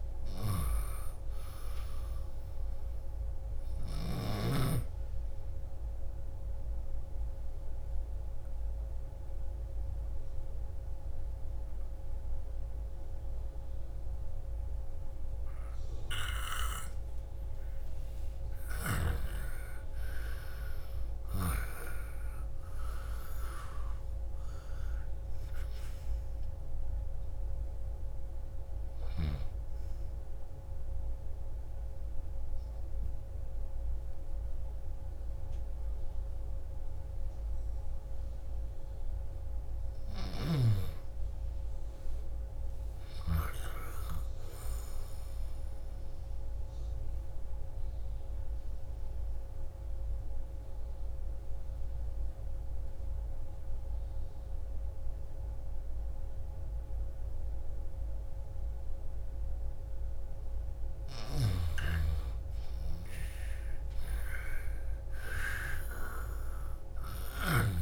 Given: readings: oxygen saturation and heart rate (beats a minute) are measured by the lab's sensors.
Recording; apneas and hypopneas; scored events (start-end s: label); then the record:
breathing in sleep by a room microphone; 3
0.00-2.00 s: arousal
0.00-2.50 s: oxygen desaturation (device-marked, oxygen 88% lowest, heart rate 45 extreme)
5.50-17.50 s: obstructive apnea (oxygen 98% before, 88% lowest, heart rate 62 before, 46 extreme, up 50 after)
19.50-24.00 s: arousal
27.50-44.50 s: oxygen desaturation (device-marked, oxygen 97% before, 88% lowest, heart rate 71 before, 46 extreme)
30.50-41.00 s: obstructive apnea (oxygen 98% before, 88% lowest, heart rate 75 before, 46 extreme, up 27 after)
40.00-43.50 s: snoring (device-marked)
42.00-44.50 s: arousal
46.50-59.50 s: obstructive apnea (oxygen 98% before, 85% lowest, heart rate 62 before, 46 extreme, up 5 after)
62.00-66.50 s: arousal
From the record:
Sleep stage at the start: N2 (light sleep); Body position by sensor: on the left side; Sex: female